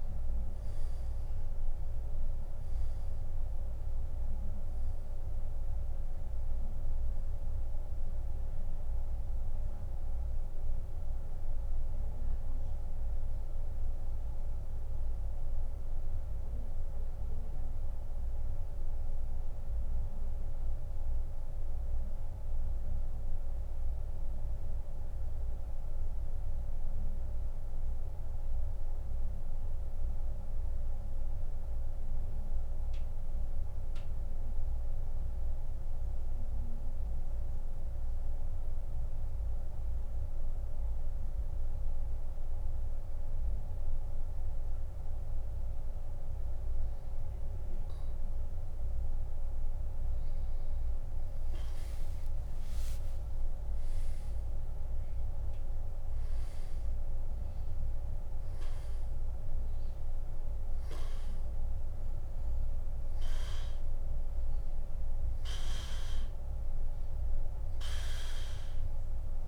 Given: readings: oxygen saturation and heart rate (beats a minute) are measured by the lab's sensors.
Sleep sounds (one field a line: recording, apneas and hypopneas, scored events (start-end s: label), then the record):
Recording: breathing in sleep, hard to hear, by a room microphone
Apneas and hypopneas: 1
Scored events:
15.00-48.00 s: mixed apnea (oxygen 97% before, 84% lowest, heart rate 90 before, 69 extreme, up 10 after)
22.50-41.50 s: oxygen desaturation (device-marked, oxygen 93% before, 84% lowest, heart rate 87 before, 70 extreme)
52.00-56.50 s: arousal
From the record:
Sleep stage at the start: N2 (light sleep)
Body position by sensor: on the back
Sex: male